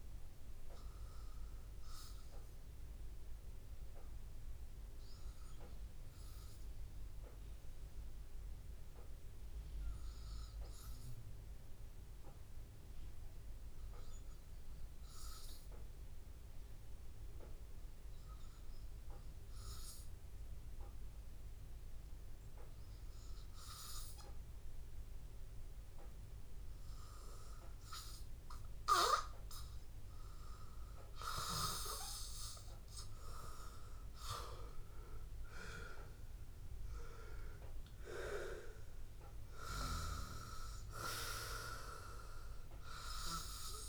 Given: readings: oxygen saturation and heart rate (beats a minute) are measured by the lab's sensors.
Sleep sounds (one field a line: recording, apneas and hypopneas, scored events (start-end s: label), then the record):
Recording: breathing in sleep by a room microphone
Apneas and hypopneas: 1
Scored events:
0.00-15.50 s: oxygen desaturation (device-marked, oxygen 95% lowest, heart rate 81 extreme)
8.00-34.00 s: hypopnea (oxygen 99% before, 91% lowest, heart rate 82 before, 81 extreme, up 4 after)
25.50-43.89 s: oxygen desaturation (device-marked, oxygen 98% before, 91% lowest, heart rate 82 before, 80 extreme)
36.00-40.00 s: arousal
From the record:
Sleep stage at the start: N2 (light sleep)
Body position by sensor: on the back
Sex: male